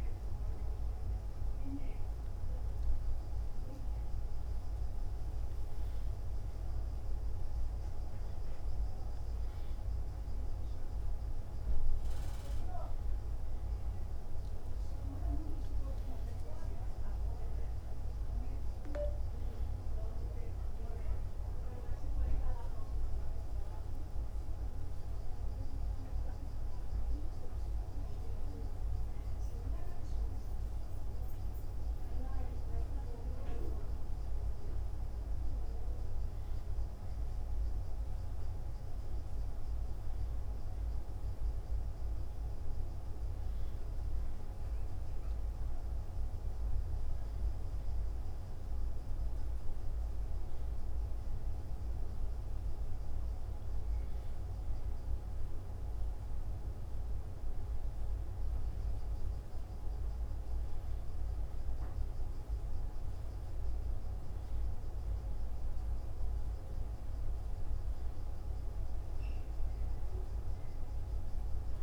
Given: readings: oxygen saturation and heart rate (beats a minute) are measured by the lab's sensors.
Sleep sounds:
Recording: a person awake in a sleep study, hard to hear, by a room microphone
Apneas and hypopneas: none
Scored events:
none scored
From the record:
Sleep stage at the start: awake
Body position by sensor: on the back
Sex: male

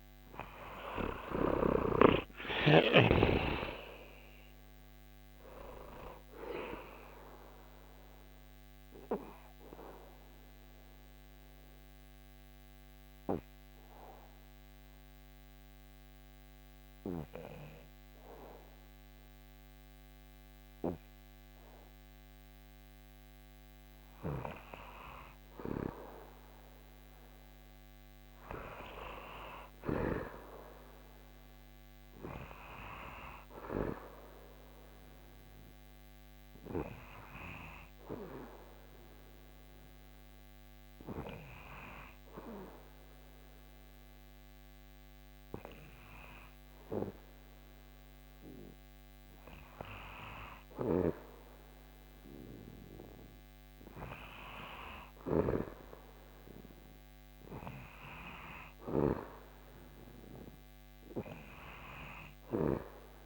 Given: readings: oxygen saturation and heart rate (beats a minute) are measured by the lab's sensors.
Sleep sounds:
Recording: breathing in sleep by a microphone on the trachea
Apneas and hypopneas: 2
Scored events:
0.00-1.50 s: snoring (device-marked)
0.00-2.00 s: arousal
8.50-22.50 s: obstructive apnea (oxygen 97% before, 95% lowest, heart rate 78 before, 71 extreme, up 6 after)
26.00-28.50 s: arousal
34.00-49.00 s: hypopnea (oxygen 99% before, 95% lowest, heart rate 74 before, 73 extreme, up 2 after)
51.50-55.00 s: arousal
From the record:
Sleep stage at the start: N2 (light sleep)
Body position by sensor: on the back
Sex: male

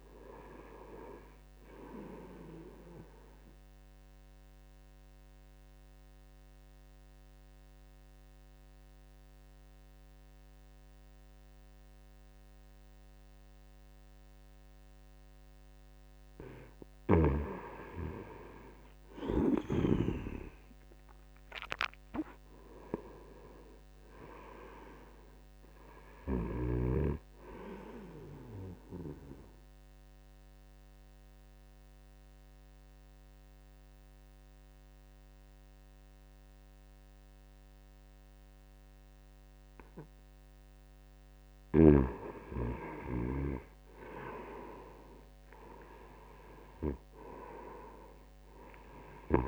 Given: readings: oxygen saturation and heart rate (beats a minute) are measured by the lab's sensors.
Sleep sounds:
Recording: breathing in sleep by a microphone on the trachea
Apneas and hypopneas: 2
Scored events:
0.00-13.50 s: oxygen desaturation (device-marked, oxygen 89% lowest, heart rate 78 extreme)
4.50-16.50 s: obstructive apnea (oxygen 95% before, 89% lowest, heart rate 80 before, 78 extreme, up 3 after)
17.00-21.00 s: arousal
25.50-40.50 s: oxygen desaturation (device-marked, oxygen 96% before, 90% lowest, heart rate 80 before, 80 extreme)
30.50-40.50 s: obstructive apnea (oxygen 96% before, 90% lowest, heart rate 80 before, 81 extreme, up 2 after)
47.00-49.47 s: arousal
From the record:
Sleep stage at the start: N2 (light sleep)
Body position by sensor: on the back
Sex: male

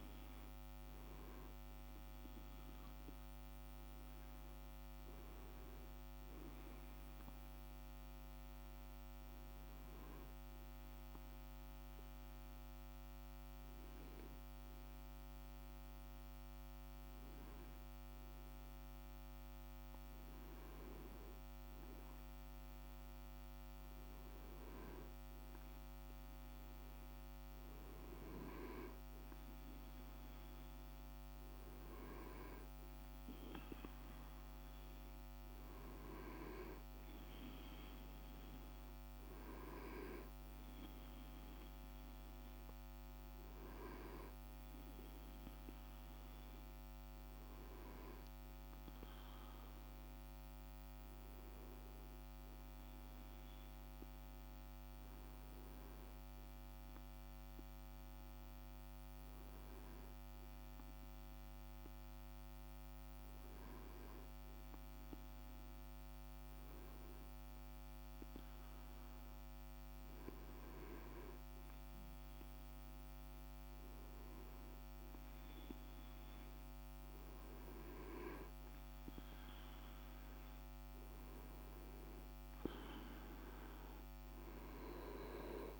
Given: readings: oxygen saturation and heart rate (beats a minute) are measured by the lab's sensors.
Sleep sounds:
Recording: breathing in sleep by a microphone on the trachea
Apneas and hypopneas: 2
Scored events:
0.00-8.00 s: oxygen desaturation (device-marked, oxygen 93% lowest, heart rate 49 extreme)
6.00-19.00 s: hypopnea (oxygen 97% before, 95% lowest, heart rate 51 before, 48 extreme, up 2 after)
22.00-26.50 s: arousal
52.50-71.50 s: hypopnea (oxygen 98% before, 95% lowest, heart rate 49 before, 49 extreme, up 3 after)
74.50-79.50 s: arousal
From the record:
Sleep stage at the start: N2 (light sleep)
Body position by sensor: on the back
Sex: male

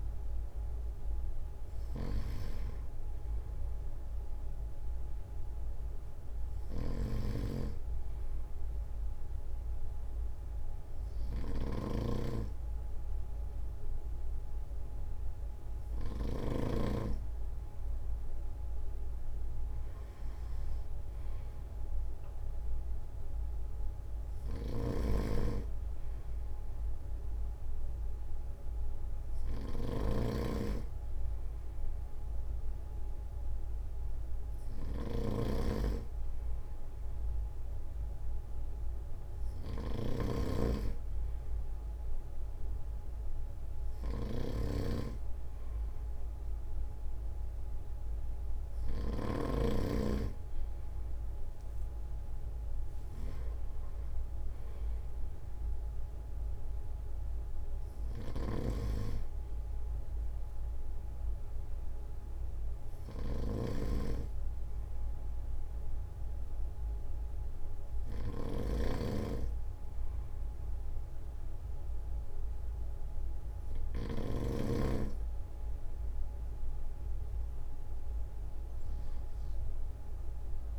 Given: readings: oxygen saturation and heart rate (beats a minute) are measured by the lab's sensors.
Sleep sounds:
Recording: breathing in sleep by a room microphone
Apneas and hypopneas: none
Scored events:
6.50-16.50 s: snoring (device-marked)
24.50-49.00 s: snoring (device-marked)
58.00-74.00 s: snoring (device-marked)
From the record:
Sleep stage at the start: N2 (light sleep)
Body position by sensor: on the front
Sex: male

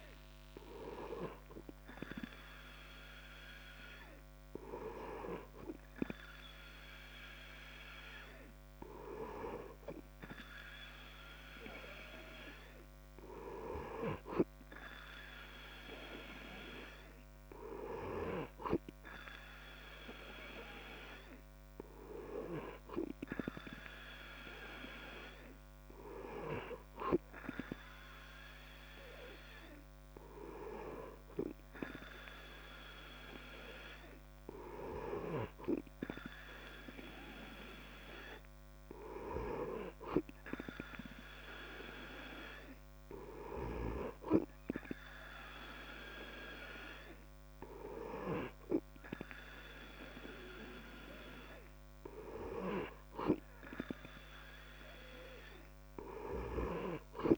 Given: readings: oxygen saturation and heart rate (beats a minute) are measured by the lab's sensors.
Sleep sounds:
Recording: breathing in sleep by a microphone on the trachea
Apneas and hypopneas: none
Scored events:
none scored
From the record:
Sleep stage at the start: N2 (light sleep)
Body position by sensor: on the back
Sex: male

